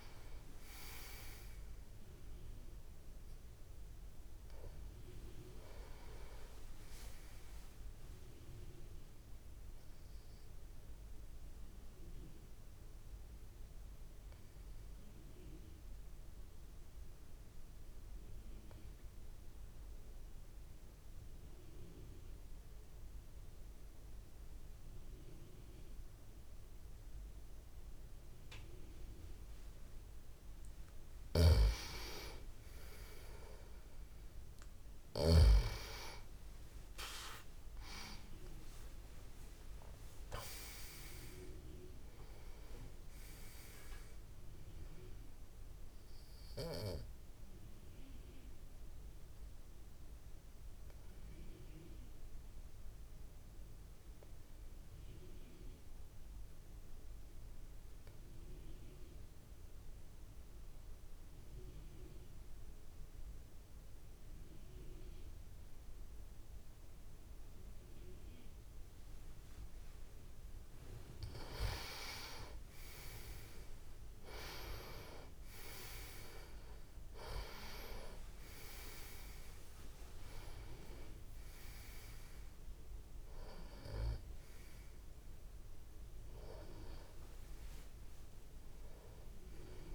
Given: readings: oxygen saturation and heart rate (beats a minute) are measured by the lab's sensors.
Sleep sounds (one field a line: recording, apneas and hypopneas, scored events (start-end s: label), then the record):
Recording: breathing in sleep by a room microphone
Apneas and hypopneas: 2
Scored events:
0.00-3.50 s: tachycardia (device-marked)
0.00-20.50 s: oxygen desaturation (device-marked, oxygen 90% lowest)
11.00-31.00 s: obstructive apnea (oxygen 98% before, 89% lowest)
31.00-35.50 s: snoring (device-marked)
34.50-39.00 s: arousal
34.50-61.50 s: oxygen desaturation (device-marked, oxygen 98% before, 91% lowest)
48.00-70.00 s: obstructive apnea (oxygen 98% before, 89% lowest)
72.00-75.00 s: arousal
73.50-89.95 s: oxygen desaturation (device-marked, oxygen 98% before, 89% lowest)
From the record:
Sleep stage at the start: N2 (light sleep)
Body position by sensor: on the back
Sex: male